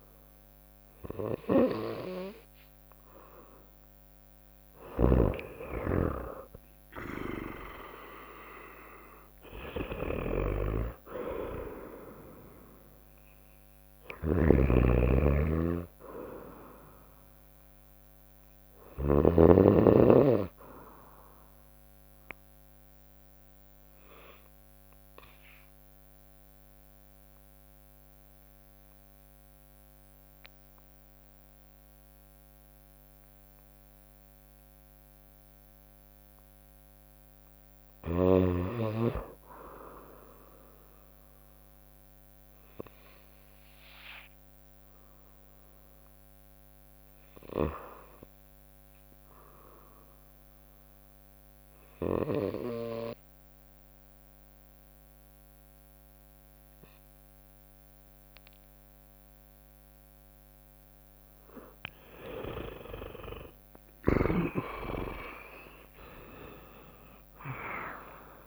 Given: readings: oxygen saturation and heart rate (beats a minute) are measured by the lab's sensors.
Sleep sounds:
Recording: breathing in sleep by a microphone on the trachea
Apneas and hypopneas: 2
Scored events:
0.00-5.00 s: snoring (device-marked)
0.00-18.00 s: oxygen desaturation (device-marked, oxygen 95% before, 89% lowest, heart rate 64 before, 60 extreme)
13.50-19.00 s: snoring (device-marked)
22.50-36.00 s: mixed apnea (oxygen 95% before, 91% lowest, heart rate 70 before, 58 extreme, up 0 after)
39.00-45.00 s: bradycardia (device-marked, heart rate 64 before, 58 extreme)
39.50-44.00 s: arousal
47.00-52.00 s: snoring (device-marked)
49.50-60.50 s: obstructive apnea (oxygen 97% before, 91% lowest, heart rate 61 before, 59 extreme, up 9 after)
52.00-68.47 s: oxygen desaturation (device-marked, oxygen 97% before, 92% lowest, heart rate 60 before, 58 extreme)
63.00-68.47 s: arousal
64.00-68.47 s: drop in pulse transit time (device-marked, heart rate 61 before, 64 extreme)
From the record:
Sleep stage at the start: REM sleep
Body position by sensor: on the right side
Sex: female

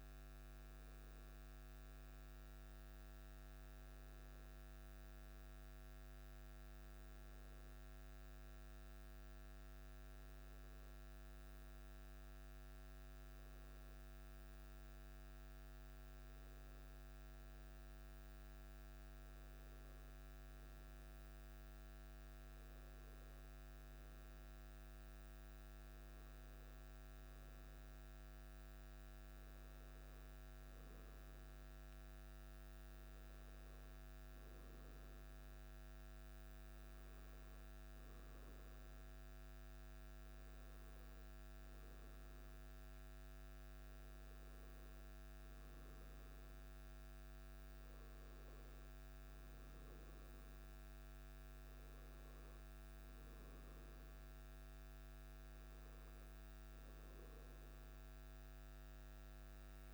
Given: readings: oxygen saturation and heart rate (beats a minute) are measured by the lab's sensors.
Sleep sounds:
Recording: breathing in sleep, hard to hear, by a microphone on the trachea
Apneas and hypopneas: none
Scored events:
none scored
From the record:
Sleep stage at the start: N1 (lightest sleep)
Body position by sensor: on the back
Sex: male

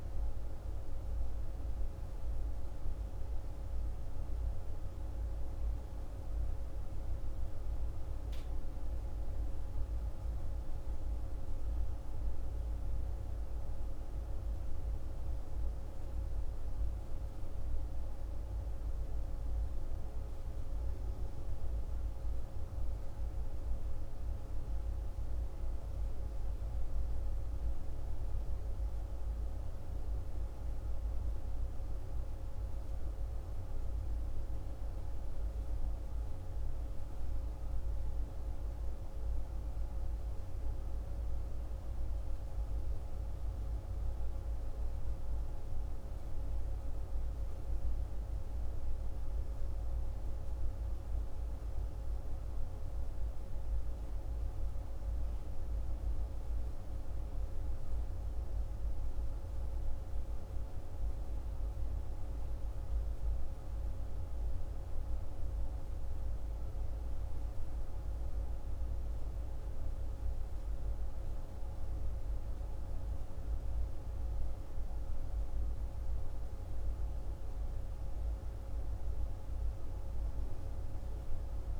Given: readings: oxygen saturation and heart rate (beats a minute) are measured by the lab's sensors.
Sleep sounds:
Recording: breathing in sleep, hard to hear, by a room microphone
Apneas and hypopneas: none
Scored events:
none scored
From the record:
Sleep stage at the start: N1 (lightest sleep)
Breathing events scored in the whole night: 186 in 5.5 hours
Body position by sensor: on the left side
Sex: male

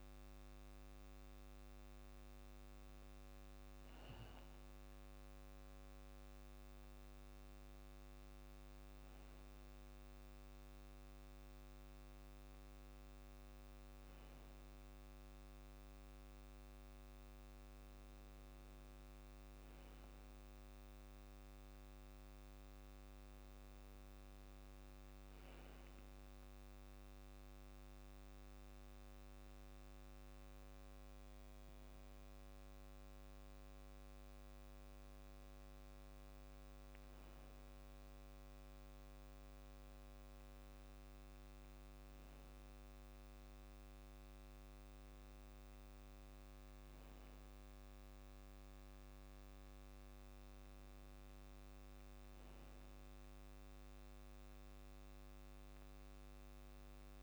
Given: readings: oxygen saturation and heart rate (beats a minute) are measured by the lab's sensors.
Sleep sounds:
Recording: breathing in sleep, hard to hear, by a microphone on the trachea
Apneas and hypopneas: none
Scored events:
none scored
From the record:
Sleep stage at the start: N2 (light sleep)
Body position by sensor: on the back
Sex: male

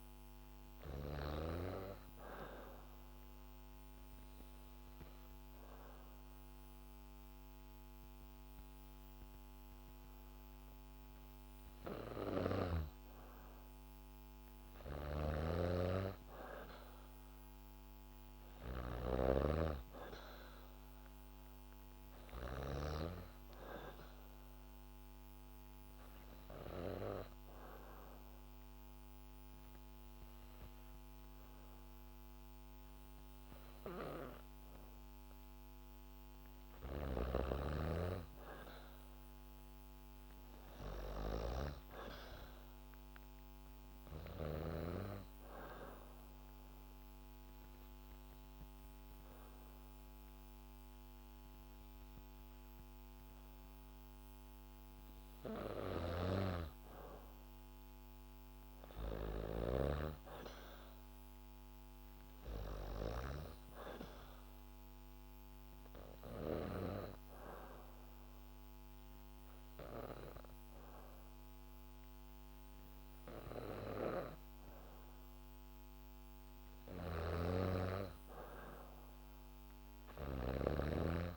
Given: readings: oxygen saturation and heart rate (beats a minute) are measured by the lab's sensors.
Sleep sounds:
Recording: breathing in sleep by a microphone on the trachea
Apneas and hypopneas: 4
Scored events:
0.00-1.00 s: snoring (device-marked)
0.00-13.50 s: oxygen desaturation (device-marked, oxygen 94% lowest, heart rate 68 extreme)
2.00-12.50 s: obstructive apnea (oxygen 98% before, 93% lowest, heart rate 69 before, 68 extreme, up 1 after)
14.50-22.50 s: snoring (device-marked)
15.00-18.50 s: arousal
20.50-33.50 s: oxygen desaturation (device-marked, oxygen 97% before, 93% lowest, heart rate 71 before, 67 extreme)
24.50-35.50 s: obstructive apnea (oxygen 98% before, 93% lowest, heart rate 70 before, 67 extreme, up 2 after)
39.50-43.00 s: arousal
44.50-58.50 s: oxygen desaturation (device-marked, oxygen 96% before, 93% lowest, heart rate 71 before, 67 extreme)
45.50-56.50 s: obstructive apnea (oxygen 97% before, 93% lowest, heart rate 71 before, 67 extreme, up 3 after)
61.00-64.00 s: arousal
65.50-79.50 s: oxygen desaturation (device-marked, oxygen 97% before, 93% lowest, heart rate 69 before, 67 extreme)
66.00-76.50 s: obstructive apnea (oxygen 97% before, 93% lowest, heart rate 69 before, 67 extreme, up 1 after)
76.50-81.37 s: snoring (device-marked)
79.50-81.37 s: arousal
From the record:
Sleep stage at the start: N2 (light sleep)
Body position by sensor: on the back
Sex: female

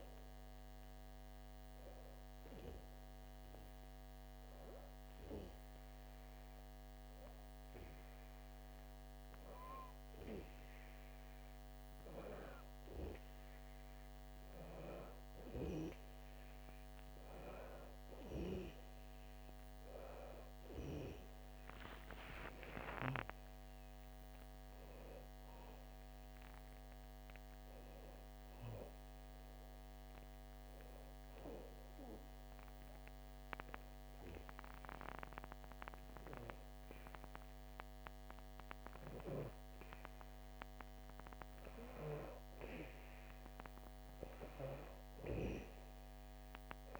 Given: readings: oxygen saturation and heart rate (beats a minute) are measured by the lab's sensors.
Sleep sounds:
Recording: breathing in sleep by a microphone on the trachea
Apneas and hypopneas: 2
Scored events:
3.50-13.50 s: hypopnea (oxygen 96% before, 94% lowest, heart rate 70 before, 66 extreme, up 7 after)
22.00-26.50 s: arousal
32.00-42.00 s: obstructive apnea (oxygen 96% before, 94% lowest, heart rate 73 before, 66 extreme, up 4 after)
44.00-47.00 s: arousal
From the record:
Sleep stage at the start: N1 (lightest sleep)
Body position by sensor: on the back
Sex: female

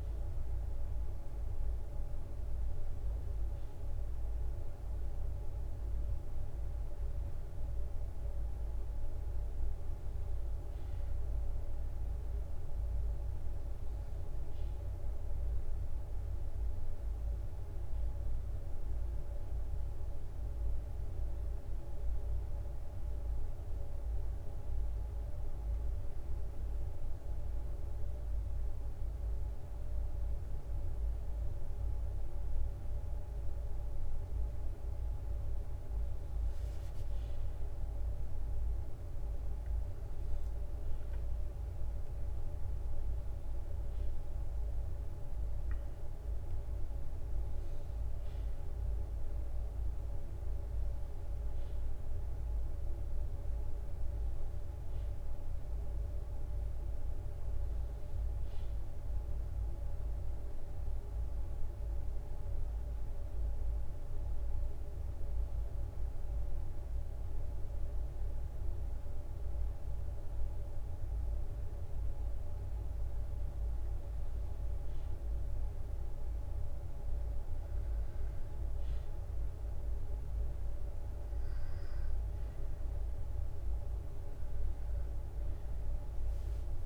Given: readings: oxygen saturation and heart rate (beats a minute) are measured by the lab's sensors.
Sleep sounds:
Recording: a person partly awake in a sleep study, hard to hear, by a room microphone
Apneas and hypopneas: 2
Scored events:
1.00-61.00 s: new sleep stage, N1 (lightest sleep)
25.50-35.50 s: central apnea (oxygen 96% before, 94% lowest, heart rate 64 before, 61 extreme, up 4 after)
41.00-46.00 s: arousal
41.00-55.00 s: drop in pulse transit time (device-marked, heart rate 63 before, 62 extreme)
61.00-86.86 s: new sleep stage, N2 (light sleep)
61.50-72.50 s: obstructive apnea (oxygen 96% before, 94% lowest, heart rate 64 before, 58 extreme, up 1 after)
77.00-84.00 s: bradycardia (device-marked, heart rate 67 before, 59 extreme)
From the record:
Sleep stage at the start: awake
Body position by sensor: on the back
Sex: male

